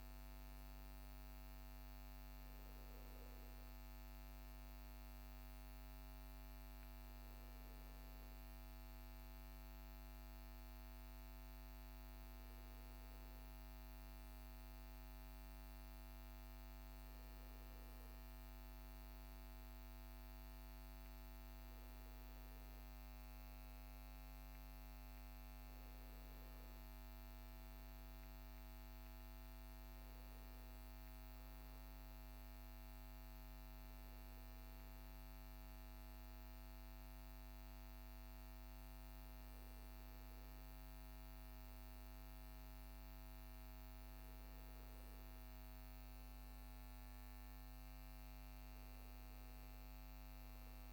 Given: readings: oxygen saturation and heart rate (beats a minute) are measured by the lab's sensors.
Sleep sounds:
breathing in sleep, hard to hear, by a microphone on the trachea; none
8.00-50.93 s: new sleep stage, N2 (light sleep)
From the record:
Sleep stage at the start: N1 (lightest sleep); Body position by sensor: on the right side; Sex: male

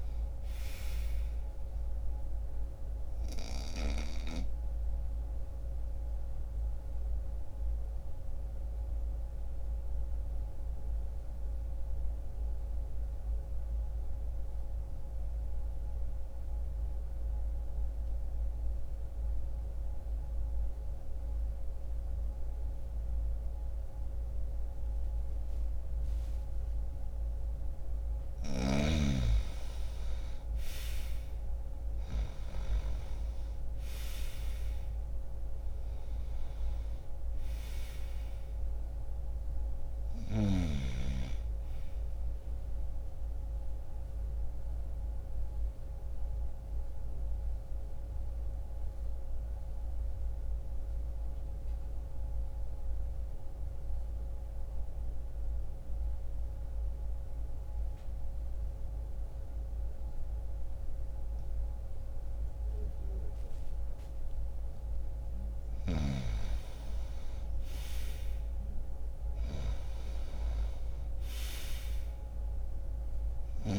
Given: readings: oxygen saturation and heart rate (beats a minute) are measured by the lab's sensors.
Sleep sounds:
breathing in sleep by a room microphone; 2
0.00-25.00 s: oxygen desaturation (device-marked, oxygen 88% lowest, heart rate 60 extreme)
4.00-27.00 s: mixed apnea (oxygen 97% before, 87% lowest, heart rate 61 before, 60 extreme, up 0 after)
28.50-33.00 s: arousal
30.00-52.00 s: oxygen desaturation (device-marked, oxygen 97% before, 90% lowest, heart rate 60 before, 60 extreme)
42.50-64.50 s: mixed apnea (oxygen 97% before, 87% lowest, heart rate 60 before, 60 extreme, up 1 after)
54.00-63.00 s: oxygen desaturation (device-marked, oxygen 91% before, 87% lowest, heart rate 60 before, 60 extreme)
66.00-70.00 s: arousal
From the record:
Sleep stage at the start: N2 (light sleep); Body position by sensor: on the back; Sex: male

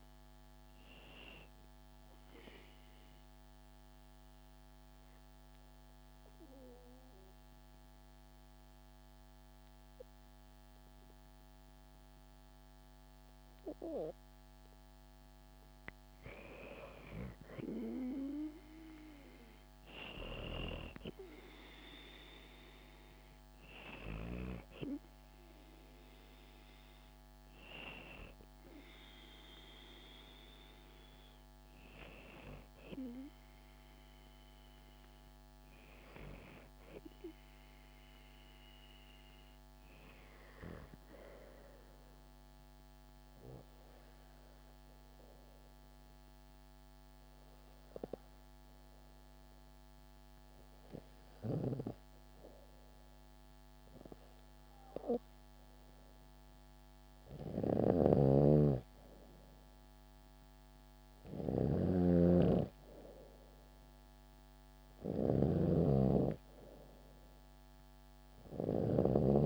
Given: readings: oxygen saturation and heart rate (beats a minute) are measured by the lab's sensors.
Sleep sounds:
breathing in sleep by a microphone on the trachea; 2
2.50-14.00 s: obstructive apnea (oxygen 95% before, 93% lowest, heart rate 71 before, 66 extreme, up 3 after)
16.50-20.00 s: arousal
19.50-35.50 s: oxygen desaturation (device-marked, oxygen 96% before, 93% lowest, heart rate 68 before, 66 extreme)
42.00-56.00 s: hypopnea (oxygen 96% before, 92% lowest, heart rate 69 before, 65 extreme)
57.00-69.46 s: snoring (device-marked)
57.50-61.50 s: arousal
From the record:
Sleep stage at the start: N2 (light sleep); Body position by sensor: on the back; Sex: female

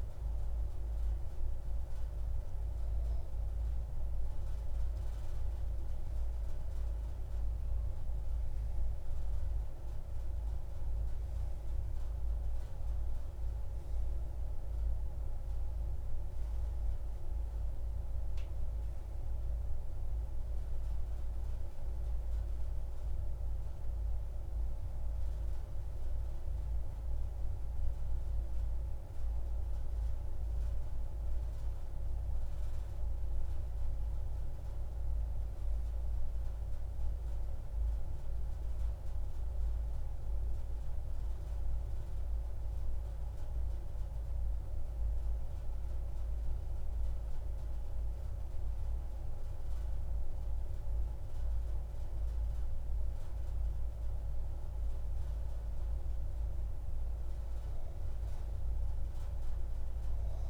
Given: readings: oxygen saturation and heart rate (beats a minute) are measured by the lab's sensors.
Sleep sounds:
breathing in sleep, hard to hear, by a room microphone; 1
35.50-39.50 s: arousal
44.00-55.00 s: hypopnea (oxygen 94% before, 91% lowest)
From the record:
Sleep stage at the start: N2 (light sleep); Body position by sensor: on the back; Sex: male

